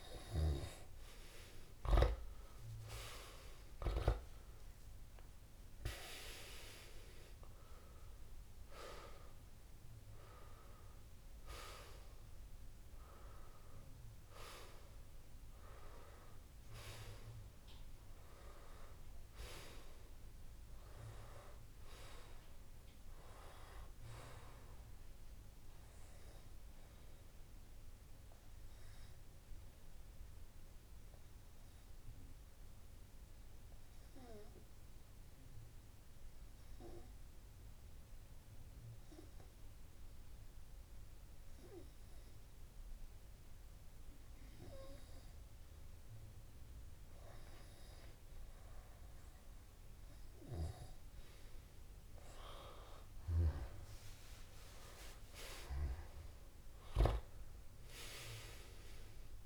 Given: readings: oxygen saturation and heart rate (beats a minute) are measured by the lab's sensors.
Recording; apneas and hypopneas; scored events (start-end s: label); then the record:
breathing in sleep by a room microphone; 1
2.50-6.50 s: arousal
30.00-46.00 s: obstructive apnea (oxygen 96% before, 95% lowest)
56.00-59.46 s: arousal
From the record:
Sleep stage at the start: N2 (light sleep); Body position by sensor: on the back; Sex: male